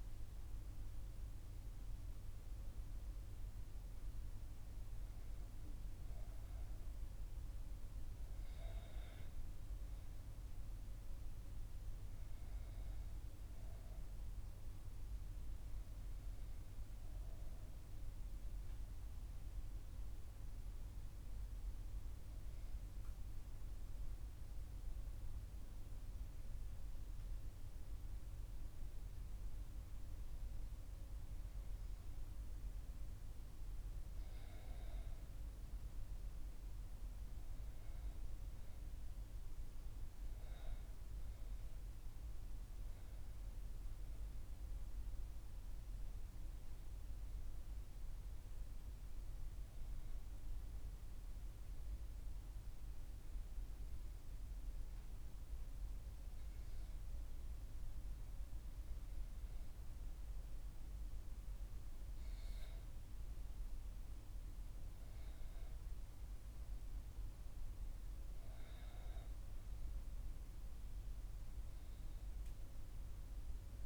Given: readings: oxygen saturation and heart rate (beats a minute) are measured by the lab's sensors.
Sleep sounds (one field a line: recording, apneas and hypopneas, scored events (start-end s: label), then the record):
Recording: a person partly awake in a sleep study, hard to hear, by a room microphone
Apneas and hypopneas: 2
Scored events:
0.50-73.86 s: new sleep stage, N2 (light sleep)
17.00-33.50 s: obstructive apnea (oxygen 96% before, 90% lowest, heart rate 59 before, 58 extreme, up 1 after)
35.50-40.00 s: arousal
40.50-56.50 s: oxygen desaturation (device-marked, oxygen 97% before, 90% lowest, heart rate 58 before, 58 extreme)
50.50-60.50 s: obstructive apnea (oxygen 97% before, 90% lowest, heart rate 59 before, 58 extreme, up 0 after)
61.50-65.50 s: arousal
From the record:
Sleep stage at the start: awake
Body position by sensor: on the back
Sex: female